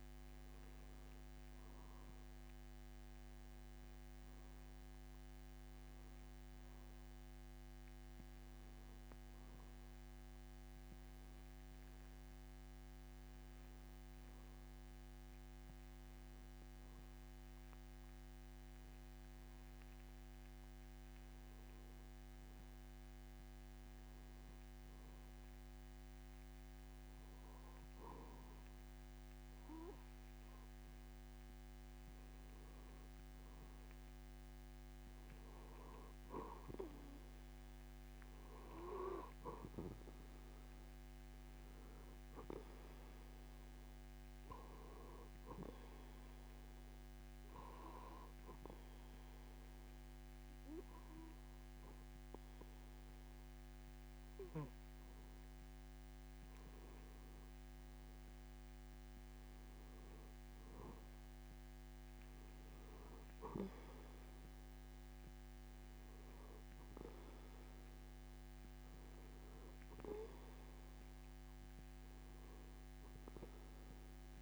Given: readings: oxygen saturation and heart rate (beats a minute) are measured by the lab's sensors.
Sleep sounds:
breathing in sleep by a microphone on the trachea; 1
48.00-58.00 s: obstructive apnea (oxygen 96% before, 92% lowest)
60.00-63.50 s: arousal
From the record:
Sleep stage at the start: N2 (light sleep); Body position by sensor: on the back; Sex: male

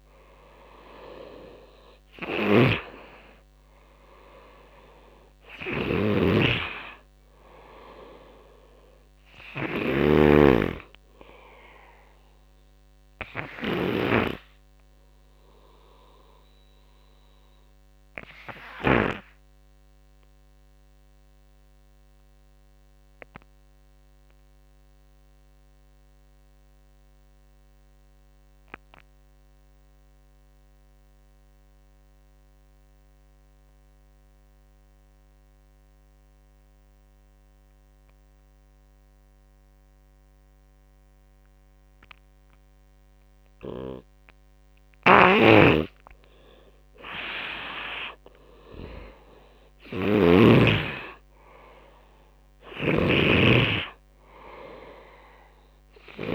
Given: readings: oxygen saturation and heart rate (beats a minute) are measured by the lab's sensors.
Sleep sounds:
breathing in sleep by a microphone on the trachea; 1
0.00-22.00 s: oxygen desaturation (device-marked, oxygen 82% lowest)
1.50-18.50 s: snoring (device-marked)
14.00-42.50 s: obstructive apnea (oxygen 97% before, 82% lowest)
36.00-56.35 s: oxygen desaturation (device-marked, oxygen 99% before, 85% lowest)
44.00-49.50 s: snoring (device-marked)
47.00-51.50 s: arousal
51.50-56.35 s: snoring (device-marked)
From the record:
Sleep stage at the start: N2 (light sleep); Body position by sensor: on the right side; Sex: male

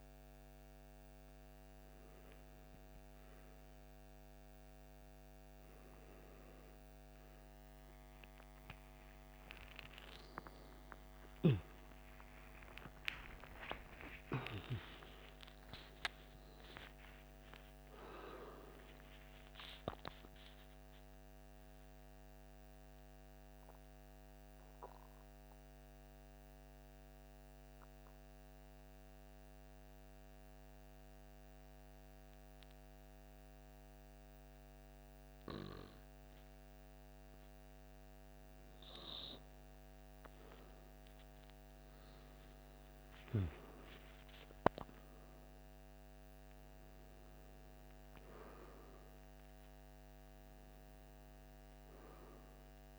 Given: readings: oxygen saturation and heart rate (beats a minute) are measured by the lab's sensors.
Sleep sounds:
a person partly awake in a sleep study, by a microphone on the trachea; 1
20.00-50.00 s: new sleep stage, N1 (lightest sleep)
22.00-38.00 s: mixed apnea (oxygen 97% before, 94% lowest, heart rate 73 before, 45 extreme, up 8 after)
40.50-45.00 s: arousal
49.00-52.99 s: oxygen desaturation (device-marked, oxygen 98% before, 94% lowest, heart rate 48 before, 42 extreme)
50.00-52.99 s: new sleep stage, N2 (light sleep)
From the record:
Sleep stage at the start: awake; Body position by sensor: on the back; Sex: male

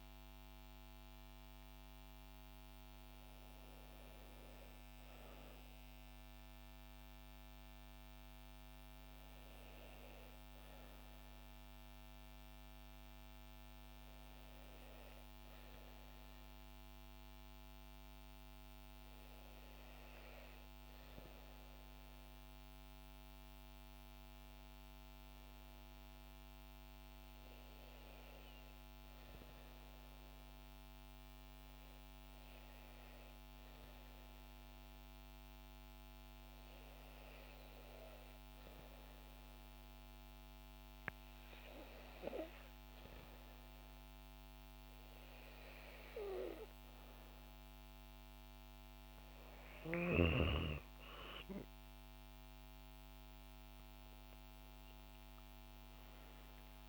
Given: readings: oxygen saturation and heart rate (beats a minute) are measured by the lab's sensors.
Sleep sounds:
breathing in sleep by a microphone on the trachea; 1
14.50-17.50 s: arousal
22.00-37.50 s: hypopnea (oxygen 95% before, 89% lowest, heart rate 60 before, 61 extreme, up 14 after)
28.50-54.50 s: oxygen desaturation (device-marked, oxygen 93% before, 89% lowest, heart rate 60 before, 57 extreme)
39.00-42.00 s: arousal
From the record:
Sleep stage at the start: N2 (light sleep); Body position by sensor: on the back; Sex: female

